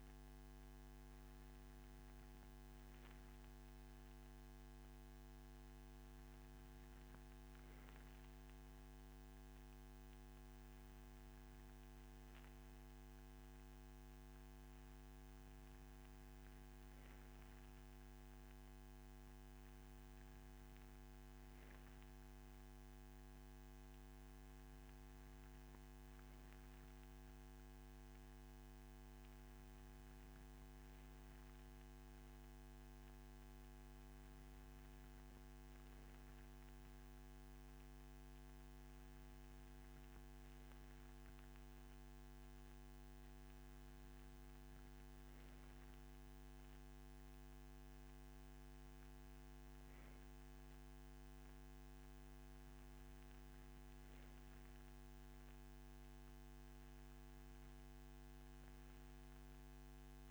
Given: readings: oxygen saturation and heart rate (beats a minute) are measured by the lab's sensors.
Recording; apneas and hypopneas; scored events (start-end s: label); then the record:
breathing in sleep, hard to hear, by a microphone on the trachea; none
none scored
From the record:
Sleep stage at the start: N3 (deep sleep); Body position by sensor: on the right side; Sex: male